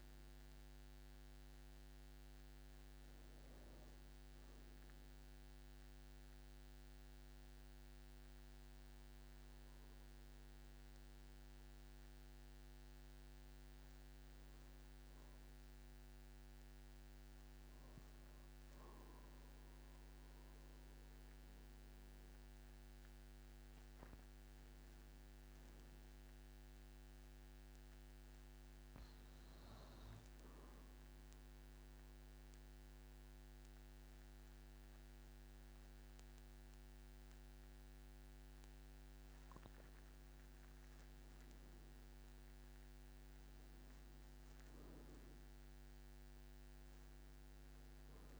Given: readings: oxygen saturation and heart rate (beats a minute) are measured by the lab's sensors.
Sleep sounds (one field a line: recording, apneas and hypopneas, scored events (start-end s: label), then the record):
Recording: breathing in sleep, hard to hear, by a microphone on the trachea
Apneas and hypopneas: 1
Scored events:
0.00-15.00 s: oxygen desaturation (device-marked, oxygen 91% lowest, heart rate 49 extreme)
17.50-21.50 s: arousal
27.50-40.00 s: obstructive apnea (oxygen 99% before, 94% lowest, heart rate 51 before, 49 extreme, up 11 after)
41.50-46.00 s: arousal
From the record:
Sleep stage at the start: N2 (light sleep)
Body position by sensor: on the back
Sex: male